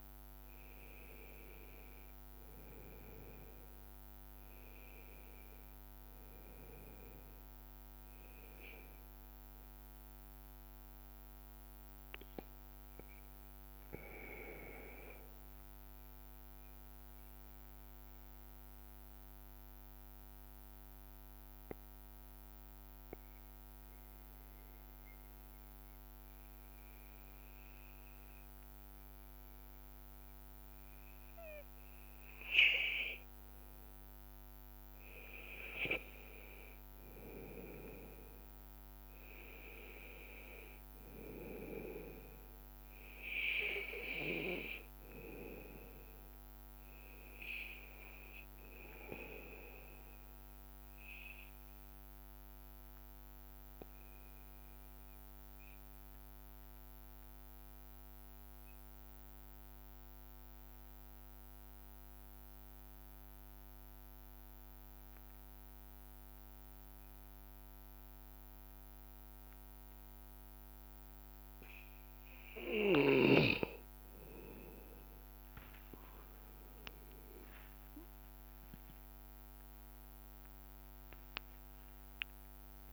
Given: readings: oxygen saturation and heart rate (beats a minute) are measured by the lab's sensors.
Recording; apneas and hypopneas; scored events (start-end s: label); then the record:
breathing in sleep by a microphone on the trachea; 1
0.00-3.00 s: arousal
53.50-72.00 s: hypopnea (oxygen 97% before, 93% lowest, heart rate 84 before, 83 extreme, up 2 after)
69.50-82.93 s: oxygen desaturation (device-marked, oxygen 97% before, 93% lowest, heart rate 83 before, 82 extreme)
74.00-79.00 s: arousal
From the record:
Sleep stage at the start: N2 (light sleep); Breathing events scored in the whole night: 192 in 3.7 hours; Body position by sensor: on the back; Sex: male